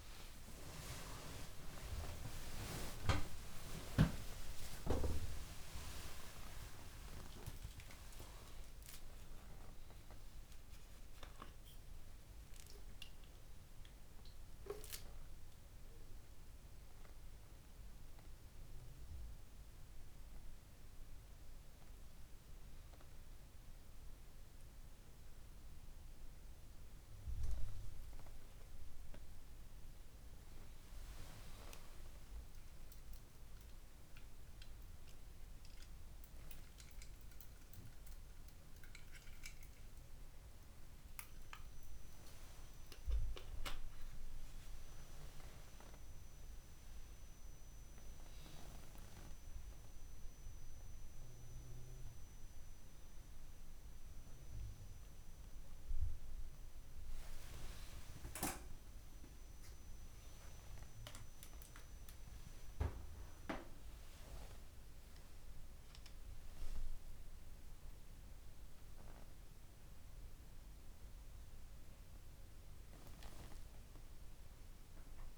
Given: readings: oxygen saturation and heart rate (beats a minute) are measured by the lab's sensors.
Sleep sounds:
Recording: a person awake in a sleep study, by a room microphone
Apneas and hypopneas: none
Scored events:
0.00-2.00 s: long interval between heartbeats (device-marked, heart rate 73 before, 86 extreme)
2.00-4.00 s: long interval between heartbeats (device-marked, heart rate 74 before, 97 extreme)
5.00-7.00 s: long interval between heartbeats (device-marked, heart rate 81 before, 141 extreme)
40.50-42.50 s: long interval between heartbeats (device-marked, heart rate 73 before, 87 extreme)
47.00-49.00 s: long interval between heartbeats (device-marked, heart rate 78 before, 88 extreme)
58.00-60.00 s: long interval between heartbeats (device-marked, heart rate 85 before, 88 extreme)
63.00-65.00 s: long interval between heartbeats (device-marked, heart rate 87 before, 98 extreme)
From the record:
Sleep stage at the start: awake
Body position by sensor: on the right side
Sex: female

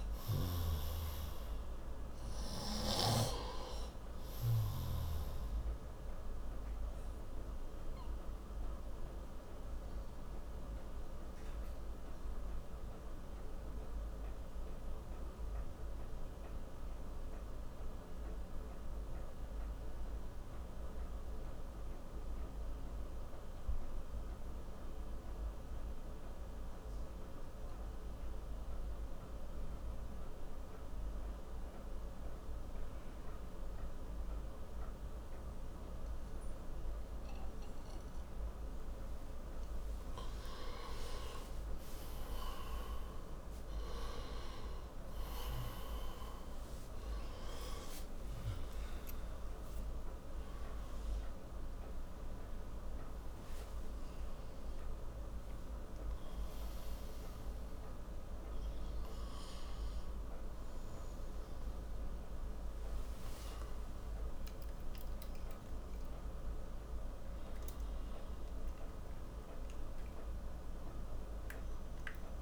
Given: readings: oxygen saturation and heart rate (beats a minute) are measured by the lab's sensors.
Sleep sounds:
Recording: a person partly awake in a sleep study, hard to hear, by a room microphone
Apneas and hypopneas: 1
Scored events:
0.00-1.00 s: arousal
0.00-1.00 s: snoring (device-marked)
0.00-24.50 s: oxygen desaturation (device-marked, oxygen 88% lowest, heart rate 58 extreme)
6.00-39.50 s: obstructive apnea (oxygen 98% before, 88% lowest, heart rate 72 before, 58 extreme, up 47 after)
43.50-59.50 s: oxygen desaturation (device-marked, oxygen 96% before, 91% lowest, heart rate 69 before, 60 extreme)
51.50-72.42 s: new sleep stage, awake
From the record:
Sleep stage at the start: N2 (light sleep)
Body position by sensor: on the right side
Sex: male

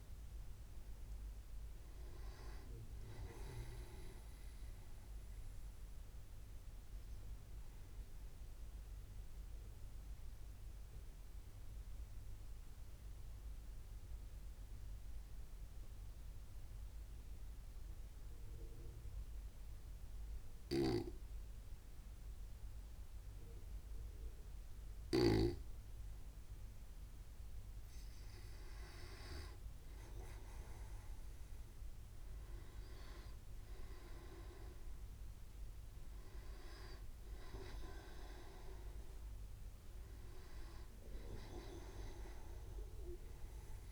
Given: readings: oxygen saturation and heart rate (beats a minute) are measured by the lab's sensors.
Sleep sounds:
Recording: breathing in sleep by a room microphone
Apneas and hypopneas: 1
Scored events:
8.50-28.50 s: mixed apnea (oxygen 97% before, 93% lowest, heart rate 66 before, 64 extreme, up 2 after)
30.50-34.50 s: arousal
31.00-43.92 s: oxygen desaturation (device-marked, oxygen 98% before, 93% lowest, heart rate 65 before, 64 extreme)
From the record:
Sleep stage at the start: N2 (light sleep)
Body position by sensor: on the right side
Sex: male

